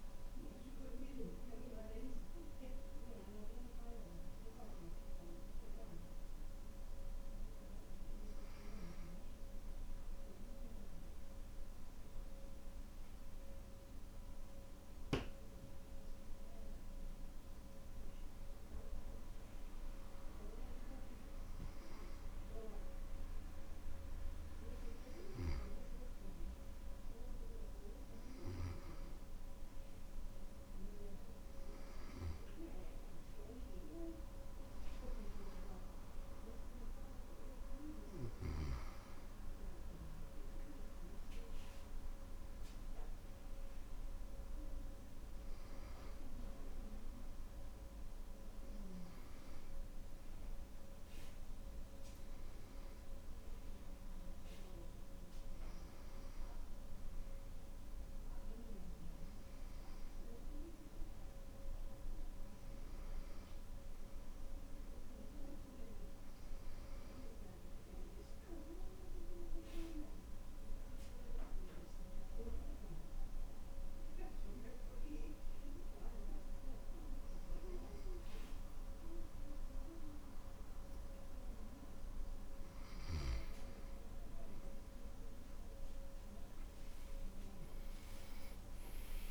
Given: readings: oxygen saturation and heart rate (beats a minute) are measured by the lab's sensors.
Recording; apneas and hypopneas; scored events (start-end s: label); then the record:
breathing in sleep by a room microphone; 1
72.50-83.00 s: hypopnea (oxygen 96% before, 92% lowest, heart rate 65 before, 61 extreme, up 12 after)
85.50-89.31 s: arousal
From the record:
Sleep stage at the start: N2 (light sleep); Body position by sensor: on the back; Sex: male